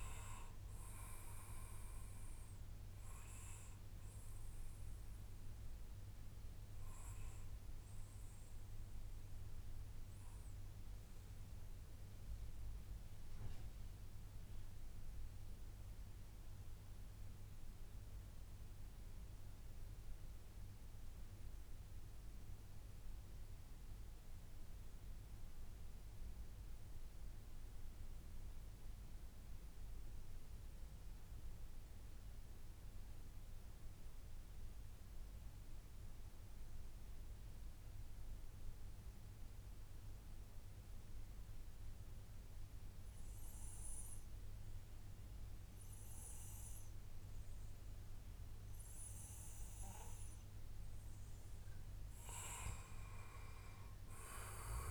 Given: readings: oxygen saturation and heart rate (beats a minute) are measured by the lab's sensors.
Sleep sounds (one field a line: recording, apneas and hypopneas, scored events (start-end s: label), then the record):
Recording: breathing in sleep by a room microphone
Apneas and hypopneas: 1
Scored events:
5.00-50.00 s: mixed apnea (oxygen 98% before, 92% lowest, heart rate 141 before, 140 extreme, up 1 after)
From the record:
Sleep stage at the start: N2 (light sleep)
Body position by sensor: on the back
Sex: male